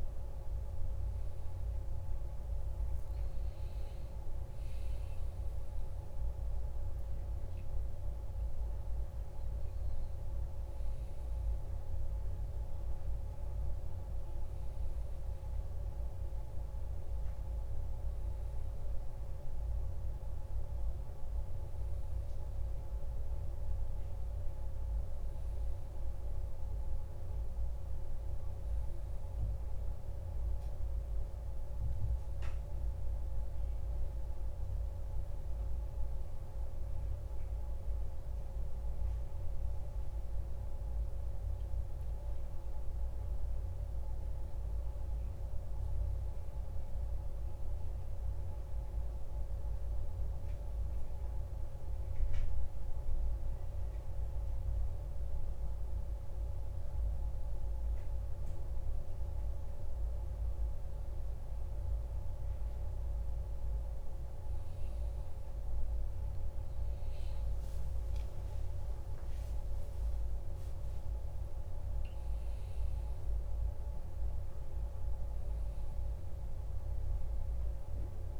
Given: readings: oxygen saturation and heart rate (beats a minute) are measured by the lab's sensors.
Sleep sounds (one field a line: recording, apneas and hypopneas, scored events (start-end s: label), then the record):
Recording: breathing in sleep, hard to hear, by a room microphone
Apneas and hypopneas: none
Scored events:
0.00-15.00 s: oxygen desaturation (device-marked, oxygen 92% lowest, heart rate 54 extreme)
From the record:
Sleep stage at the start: N2 (light sleep)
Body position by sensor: on the back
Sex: male